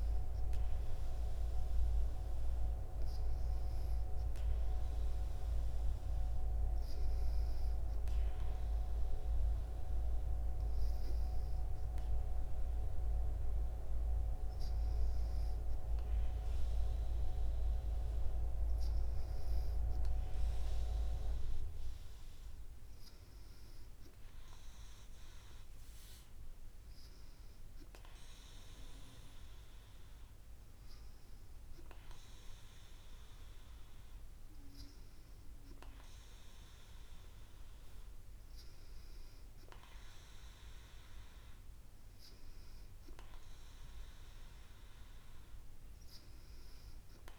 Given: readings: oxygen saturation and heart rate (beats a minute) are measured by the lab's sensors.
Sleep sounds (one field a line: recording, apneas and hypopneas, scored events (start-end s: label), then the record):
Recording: breathing in sleep by a room microphone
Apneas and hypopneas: none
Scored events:
none scored
From the record:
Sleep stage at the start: N2 (light sleep)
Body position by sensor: on the back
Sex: female